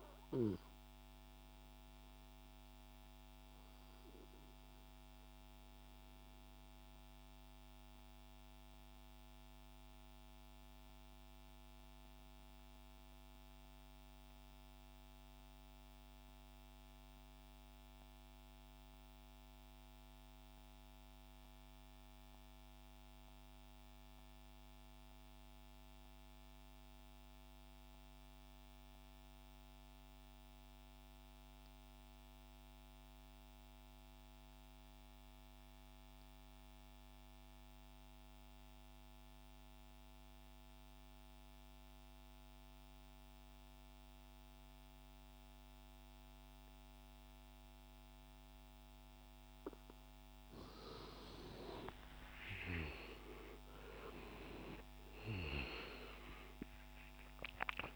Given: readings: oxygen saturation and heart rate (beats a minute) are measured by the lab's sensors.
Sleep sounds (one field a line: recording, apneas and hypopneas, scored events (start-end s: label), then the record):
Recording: breathing in sleep by a microphone on the trachea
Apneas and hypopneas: 1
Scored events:
0.00-12.00 s: oxygen desaturation (device-marked, oxygen 86% lowest, heart rate 61 extreme)
6.50-50.00 s: obstructive apnea (oxygen 96% before, 81% lowest, heart rate 70 before, 59 extreme, up 33 after)
32.00-57.96 s: oxygen desaturation (device-marked, oxygen 98% before, 81% lowest, heart rate 66 before, 59 extreme)
51.00-56.50 s: arousal
From the record:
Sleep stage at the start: N2 (light sleep)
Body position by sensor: on the back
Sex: male